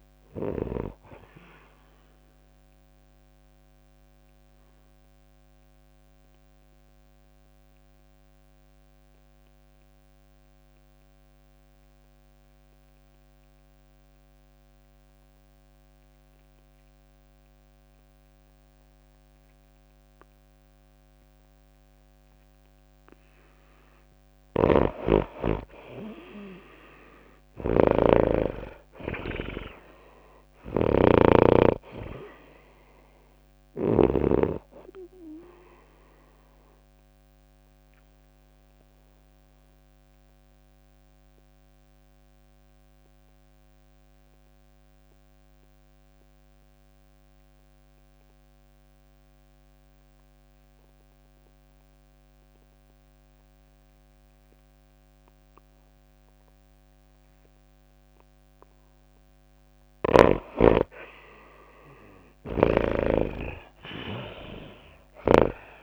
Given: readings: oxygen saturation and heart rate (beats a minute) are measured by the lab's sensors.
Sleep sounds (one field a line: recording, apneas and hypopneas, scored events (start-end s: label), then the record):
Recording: breathing in sleep by a microphone on the trachea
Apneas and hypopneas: 2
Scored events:
0.00-7.00 s: tachycardia (device-marked, heart rate 106 extreme)
0.00-11.00 s: drop in pulse transit time (device-marked, heart rate 100 extreme)
0.00-11.00 s: oxygen desaturation (device-marked, oxygen 79% lowest, heart rate 95 extreme)
3.50-23.00 s: obstructive apnea (oxygen 99% before, 79% lowest, heart rate 100 before, 96 extreme, up 5 after)
24.00-45.00 s: oxygen desaturation (device-marked, oxygen 99% before, 85% lowest, heart rate 99 before, 96 extreme)
24.50-28.50 s: arousal
25.00-34.50 s: snoring (device-marked)
27.00-41.00 s: tachycardia (device-marked, heart rate 99 before, 105 extreme)
35.50-59.00 s: obstructive apnea (oxygen 99% before, 83% lowest, heart rate 99 before, 96 extreme, up 4 after)
58.00-65.83 s: oxygen desaturation (device-marked, oxygen 98% before, 83% lowest, heart rate 99 before, 94 extreme)
62.00-65.50 s: arousal
64.00-65.83 s: tachycardia (device-marked, heart rate 99 before, 105 extreme)
From the record:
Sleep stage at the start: N2 (light sleep)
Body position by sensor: on the right side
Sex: female